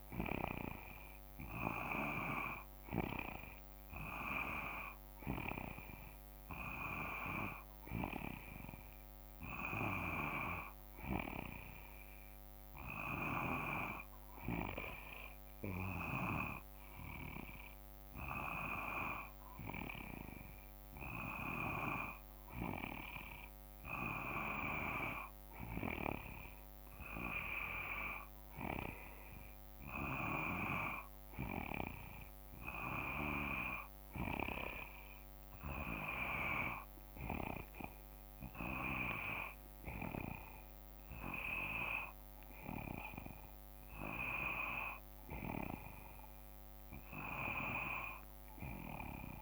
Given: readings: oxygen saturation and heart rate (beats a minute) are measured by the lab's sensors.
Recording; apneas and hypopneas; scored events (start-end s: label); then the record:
breathing in sleep by a microphone on the trachea; none
0.00-9.50 s: oxygen desaturation (device-marked, oxygen 92% lowest, heart rate 55 extreme)
47.00-49.42 s: arousal
From the record:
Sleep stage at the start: N2 (light sleep); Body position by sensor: on the back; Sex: male